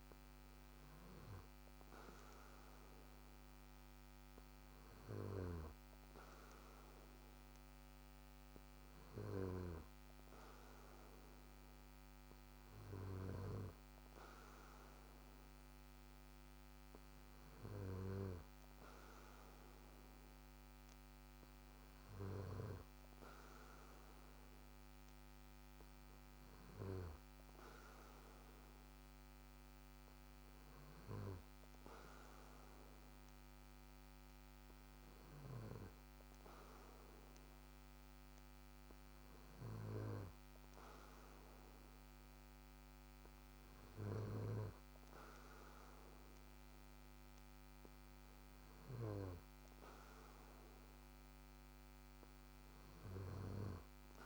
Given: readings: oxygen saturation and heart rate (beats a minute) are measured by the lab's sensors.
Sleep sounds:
breathing in sleep by a microphone on the trachea; none
none scored
From the record:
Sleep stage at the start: N2 (light sleep); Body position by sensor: on the back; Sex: male

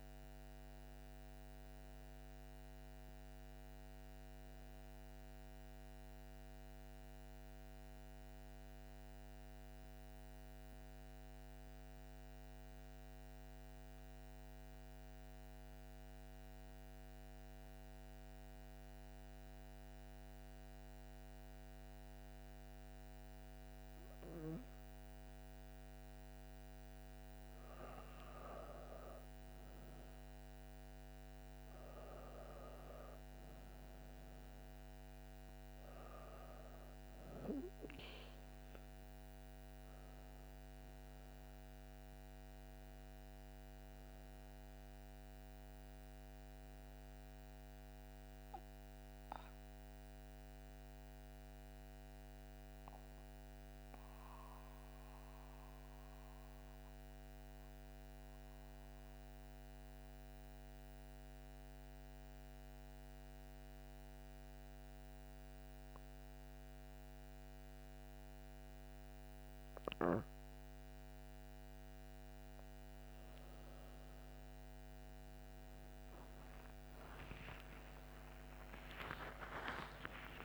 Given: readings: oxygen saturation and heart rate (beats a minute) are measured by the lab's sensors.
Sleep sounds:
breathing in sleep by a microphone on the trachea; 2
0.00-2.00 s: arousal
4.00-22.50 s: central apnea (oxygen 97% before, 90% lowest)
24.50-47.50 s: oxygen desaturation (device-marked, oxygen 97% before, 90% lowest)
25.50-29.50 s: arousal
47.50-70.00 s: mixed apnea (oxygen 97% before, 90% lowest)
68.50-80.45 s: oxygen desaturation (device-marked, oxygen 97% before, 90% lowest)
75.00-80.45 s: arousal
79.50-80.45 s: new sleep stage, N1 (lightest sleep)
From the record:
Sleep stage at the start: N2 (light sleep); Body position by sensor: on the back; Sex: female

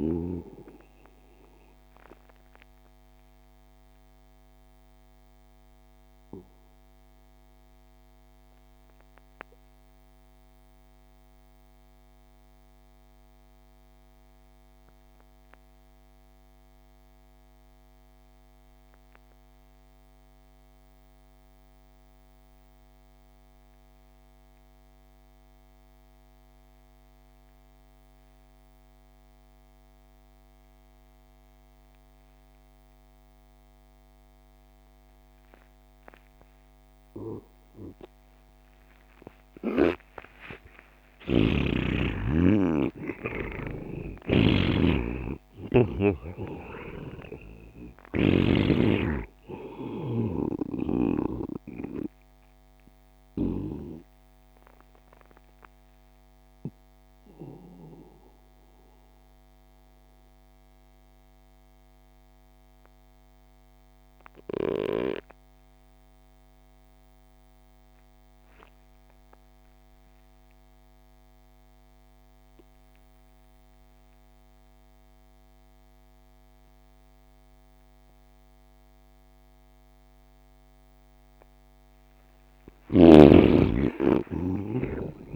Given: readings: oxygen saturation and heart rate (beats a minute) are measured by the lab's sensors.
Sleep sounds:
breathing in sleep by a microphone on the trachea; 2
0.00-13.50 s: oxygen desaturation (device-marked, oxygen 84% lowest)
0.50-37.50 s: obstructive apnea (oxygen 99% before, 75% lowest)
25.50-66.50 s: oxygen desaturation (device-marked, oxygen 99% before, 75% lowest)
39.50-43.50 s: arousal
44.00-48.50 s: snoring (device-marked)
55.00-80.50 s: mixed apnea (oxygen 97% before, 75% lowest)
82.50-85.36 s: oxygen desaturation (device-marked, oxygen 98% before, 83% lowest)
83.50-85.36 s: arousal
From the record:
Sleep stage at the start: N2 (light sleep); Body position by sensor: on the right side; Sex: male

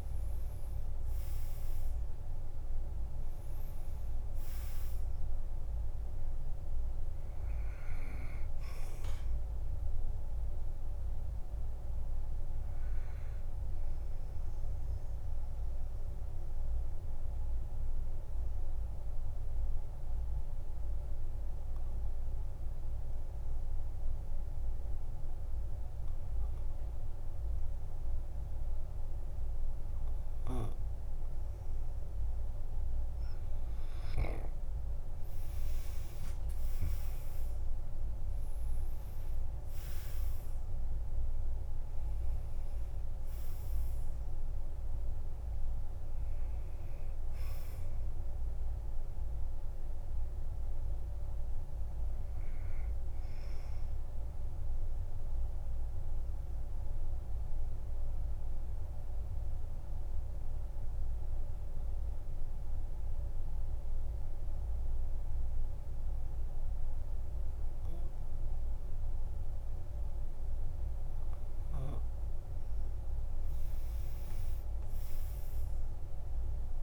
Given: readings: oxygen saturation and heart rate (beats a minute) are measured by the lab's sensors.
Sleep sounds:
breathing in sleep, hard to hear, by a room microphone; 2
0.00-24.00 s: oxygen desaturation (device-marked, oxygen 98% before, 93% lowest, heart rate 52 before, 48 extreme)
14.00-32.50 s: obstructive apnea (oxygen 98% before, 91% lowest, heart rate 56 before, 46 extreme, up 22 after)
36.00-38.00 s: long interval between heartbeats (device-marked, heart rate 50 before, 61 extreme)
36.00-38.50 s: arousal
37.00-66.00 s: oxygen desaturation (device-marked, oxygen 98% before, 91% lowest, heart rate 51 before, 46 extreme)
54.50-71.50 s: obstructive apnea (oxygen 98% before, 91% lowest, heart rate 60 before, 48 extreme, up 12 after)
75.00-76.83 s: arousal
From the record:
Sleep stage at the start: N2 (light sleep); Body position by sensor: on the back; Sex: male

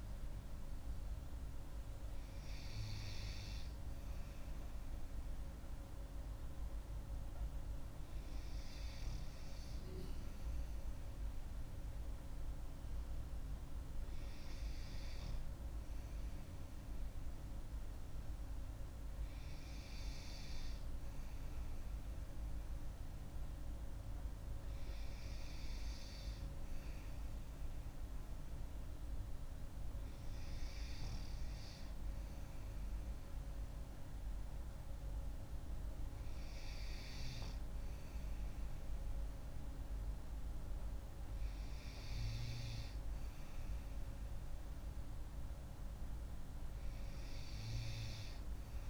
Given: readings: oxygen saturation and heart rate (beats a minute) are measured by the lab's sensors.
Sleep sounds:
breathing in sleep, hard to hear, by a room microphone; none
none scored
From the record:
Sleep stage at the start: N2 (light sleep); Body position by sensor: on the back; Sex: female

